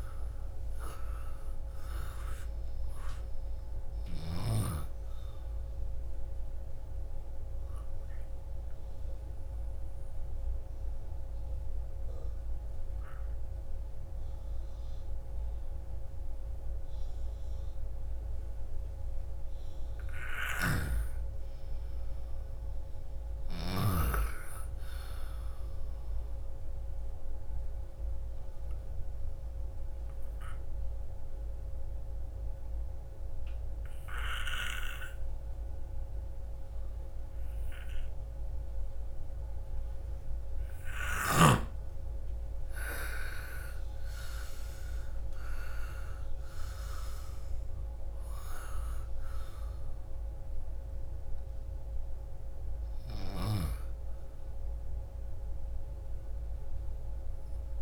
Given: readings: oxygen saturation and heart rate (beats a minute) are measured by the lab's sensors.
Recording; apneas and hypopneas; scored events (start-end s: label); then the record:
breathing in sleep by a room microphone; 2
0.00-4.50 s: snoring (device-marked)
0.00-18.50 s: oxygen desaturation (device-marked, oxygen 85% lowest, heart rate 28 extreme)
7.00-18.50 s: obstructive apnea (oxygen 99% before, 85% lowest, heart rate 41 before, 28 extreme, up 21 after)
20.50-24.00 s: snoring (device-marked)
21.00-24.00 s: arousal
27.00-40.50 s: obstructive apnea (oxygen 99% before, 83% lowest, heart rate 44 before, 45 extreme, up 37 after)
29.50-42.50 s: oxygen desaturation (device-marked, oxygen 99% before, 91% lowest, heart rate 41 before, 45 extreme)
42.50-46.50 s: arousal
47.50-57.82 s: oxygen desaturation (device-marked, oxygen 96% before, 86% lowest)
From the record:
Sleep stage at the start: N2 (light sleep); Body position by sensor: on the left side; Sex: female